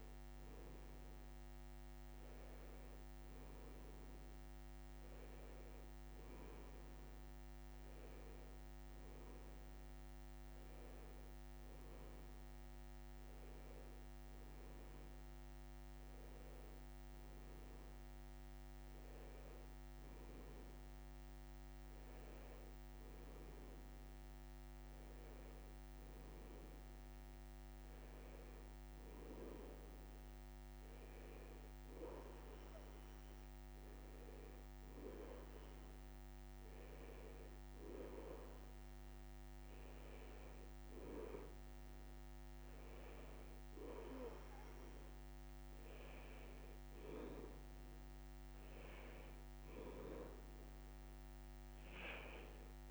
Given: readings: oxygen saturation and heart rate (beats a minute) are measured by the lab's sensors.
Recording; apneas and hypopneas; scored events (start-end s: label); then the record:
breathing in sleep by a microphone on the trachea; none
none scored
From the record:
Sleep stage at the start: N2 (light sleep); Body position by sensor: on the back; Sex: male